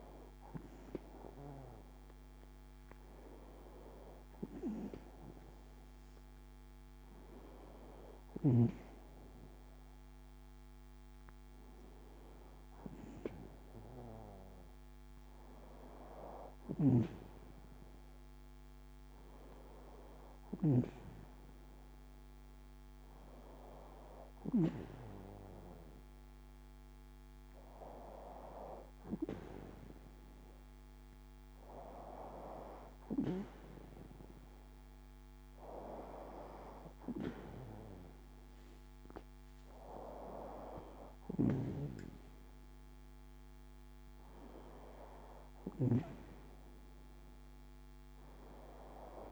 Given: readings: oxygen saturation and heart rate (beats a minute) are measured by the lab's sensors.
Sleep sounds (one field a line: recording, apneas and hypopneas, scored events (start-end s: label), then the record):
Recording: a person awake in a sleep study, by a microphone on the trachea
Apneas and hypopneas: none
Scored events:
16.50-20.50 s: snoring (device-marked)
43.50-49.31 s: new sleep stage, N1 (lightest sleep)
From the record:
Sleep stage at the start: awake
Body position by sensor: on the back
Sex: female